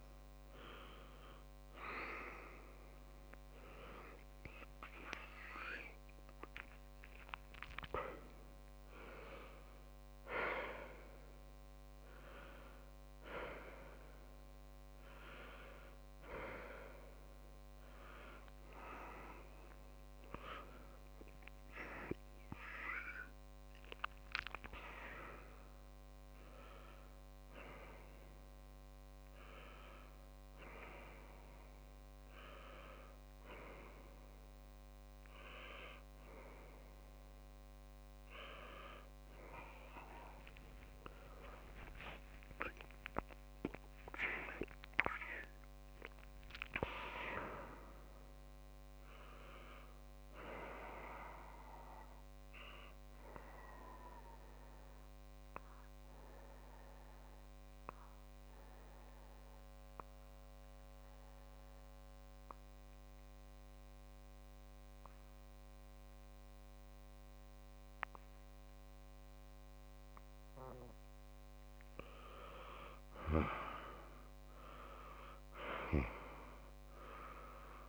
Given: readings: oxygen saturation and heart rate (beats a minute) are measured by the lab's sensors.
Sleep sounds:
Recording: a person awake in a sleep study, by a microphone on the trachea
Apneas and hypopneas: 1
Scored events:
2.00-4.00 s: long interval between heartbeats (device-marked, heart rate 54 before, 42 extreme)
6.00-8.00 s: long interval between heartbeats (device-marked, heart rate 50 before, 47 extreme)
9.00-23.00 s: tachycardia (device-marked)
11.50-13.50 s: long interval between heartbeats (device-marked, heart rate 55 before, 96 extreme)
14.00-16.00 s: long interval between heartbeats (device-marked, heart rate 66 before, 127 extreme)
18.00-20.00 s: long interval between heartbeats (device-marked, heart rate 81 before, 130 extreme)
24.00-26.00 s: long interval between heartbeats (device-marked, heart rate 106 before, 117 extreme)
26.00-28.00 s: long interval between heartbeats (device-marked, heart rate 113 before, 91 extreme)
29.00-31.00 s: long interval between heartbeats (device-marked, heart rate 117 before, 57 extreme)
41.00-71.00 s: new sleep stage, N2 (light sleep)
54.50-73.00 s: obstructive apnea (oxygen 99% before, 95% lowest)
71.00-77.88 s: new sleep stage, N1 (lightest sleep)
76.00-77.88 s: arousal
From the record:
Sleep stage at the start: awake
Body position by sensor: on the back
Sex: male

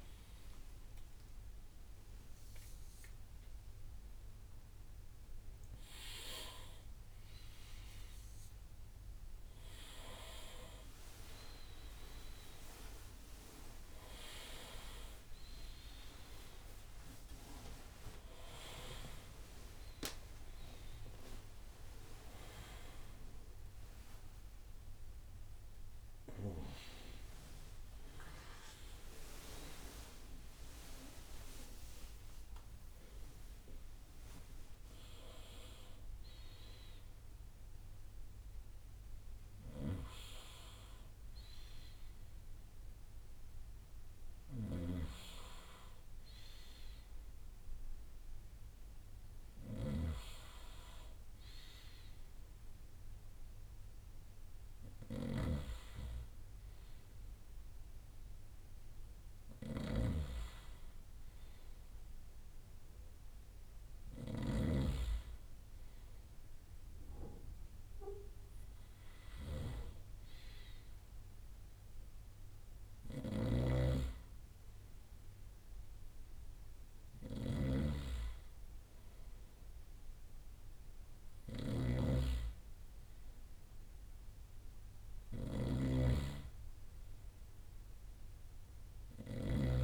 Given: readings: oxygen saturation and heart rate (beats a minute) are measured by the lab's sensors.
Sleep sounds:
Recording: a person partly awake in a sleep study, by a room microphone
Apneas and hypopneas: none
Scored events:
0.00-7.00 s: drop in pulse transit time (device-marked, heart rate 73 extreme)
21.00-35.00 s: drop in pulse transit time (device-marked, heart rate 86 before, 86 extreme)
43.00-89.84 s: new sleep stage, N2 (light sleep)
44.50-89.84 s: snoring (device-marked)
From the record:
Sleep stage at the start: awake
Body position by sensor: on the right side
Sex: male

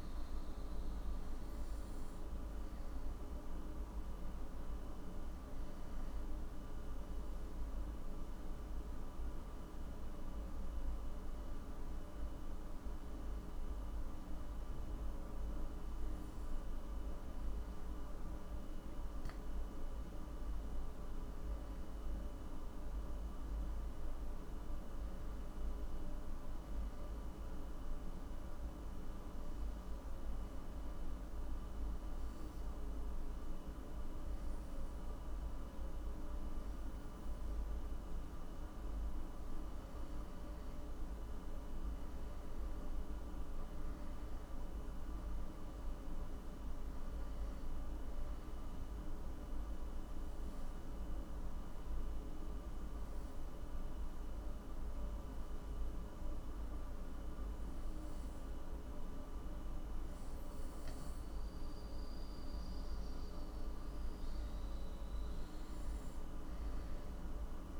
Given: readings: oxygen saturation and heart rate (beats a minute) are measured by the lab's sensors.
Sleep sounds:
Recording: breathing in sleep, hard to hear, by a room microphone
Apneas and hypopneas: 2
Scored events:
20.50-24.50 s: arousal
29.50-40.50 s: obstructive apnea (oxygen 96% before, 93% lowest, heart rate 62 before, 54 extreme, up 12 after)
43.00-47.00 s: arousal
49.50-64.50 s: oxygen desaturation (device-marked, oxygen 96% before, 93% lowest, heart rate 58 before, 52 extreme)
52.00-62.00 s: obstructive apnea (oxygen 96% before, 93% lowest, heart rate 58 before, 52 extreme, up 12 after)
63.00-66.00 s: arousal
From the record:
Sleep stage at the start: N2 (light sleep)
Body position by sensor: on the back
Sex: male

